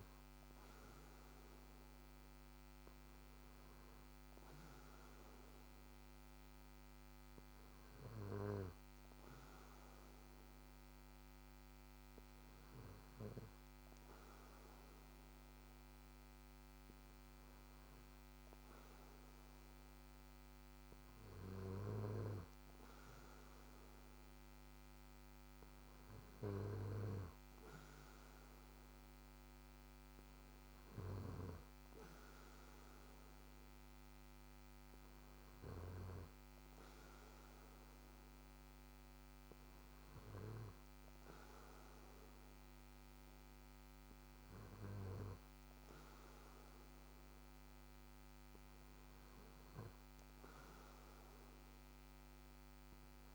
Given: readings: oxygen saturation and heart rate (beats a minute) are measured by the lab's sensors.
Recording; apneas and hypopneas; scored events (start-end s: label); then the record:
breathing in sleep by a microphone on the trachea; none
none scored
From the record:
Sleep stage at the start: N2 (light sleep); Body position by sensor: on the back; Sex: male